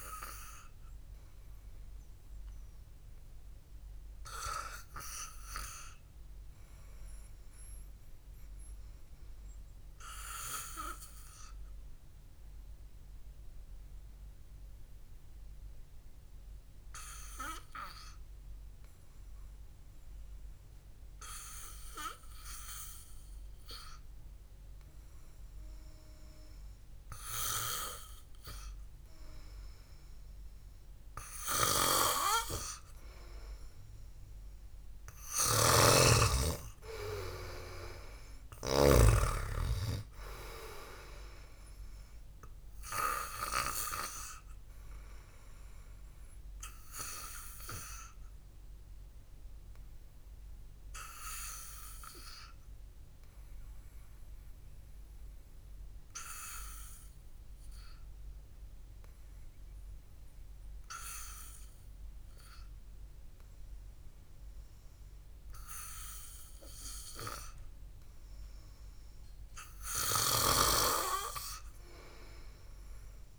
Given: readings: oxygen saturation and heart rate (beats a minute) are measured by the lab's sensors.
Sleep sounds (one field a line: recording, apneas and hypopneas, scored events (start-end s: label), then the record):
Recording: breathing in sleep by a room microphone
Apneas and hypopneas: 2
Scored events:
11.00-27.00 s: mixed apnea (oxygen 95% before, 92% lowest, heart rate 63 before, 50 extreme)
30.50-33.50 s: arousal
35.50-39.50 s: snoring (device-marked)
39.00-50.00 s: oxygen desaturation (device-marked, oxygen 96% before, 94% lowest, heart rate 58 before, 53 extreme)
46.50-65.00 s: obstructive apnea (oxygen 98% before, 92% lowest, heart rate 54 before, 53 extreme, up 4 after)
70.00-73.00 s: arousal
70.50-73.39 s: snoring (device-marked)
From the record:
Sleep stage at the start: N2 (light sleep)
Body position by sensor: on the back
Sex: male